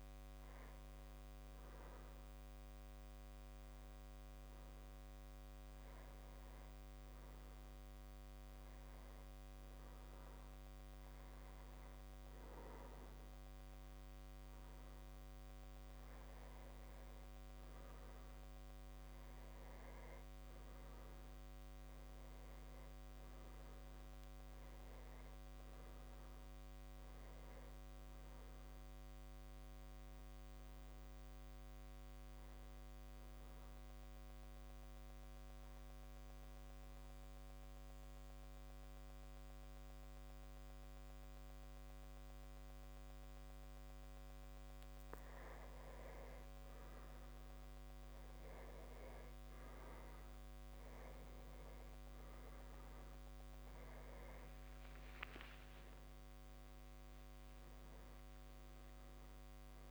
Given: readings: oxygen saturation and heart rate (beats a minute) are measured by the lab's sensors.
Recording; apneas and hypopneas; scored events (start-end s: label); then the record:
breathing in sleep, hard to hear, by a microphone on the trachea; 2
0.00-1.00 s: arousal
3.00-5.00 s: long interval between heartbeats (device-marked, heart rate 49 before, 58 extreme)
4.50-17.00 s: hypopnea (oxygen 99% before, 94% lowest, heart rate 50 before, 32 extreme, up 19 after)
4.50-30.50 s: oxygen desaturation (device-marked, oxygen 98% before, 94% lowest, heart rate 50 before, 32 extreme)
12.50-14.50 s: long interval between heartbeats (device-marked, heart rate 43 before, 47 extreme)
17.00-19.00 s: long interval between heartbeats (device-marked, heart rate 43 before, 47 extreme)
20.50-26.00 s: arousal
24.50-28.50 s: drop in pulse transit time (device-marked, heart rate 40 before, 32 extreme)
31.50-33.50 s: long interval between heartbeats (device-marked, heart rate 42 before, 47 extreme)
34.00-45.00 s: central apnea (oxygen 97% before, 94% lowest, heart rate 42 before, 28 extreme, up 21 after)
35.00-37.00 s: long interval between heartbeats (device-marked, heart rate 42 before, 38 extreme)
40.50-42.50 s: long interval between heartbeats (device-marked, heart rate 40 before, 45 extreme)
40.50-49.50 s: drop in pulse transit time (device-marked, heart rate 40 before, 37 extreme)
54.00-57.50 s: arousal
55.00-57.00 s: long interval between heartbeats (device-marked, heart rate 44 before, 57 extreme)
58.50-59.90 s: long interval between heartbeats (device-marked, heart rate 47 before, 57 extreme)
From the record:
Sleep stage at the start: N2 (light sleep); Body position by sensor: on the back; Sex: male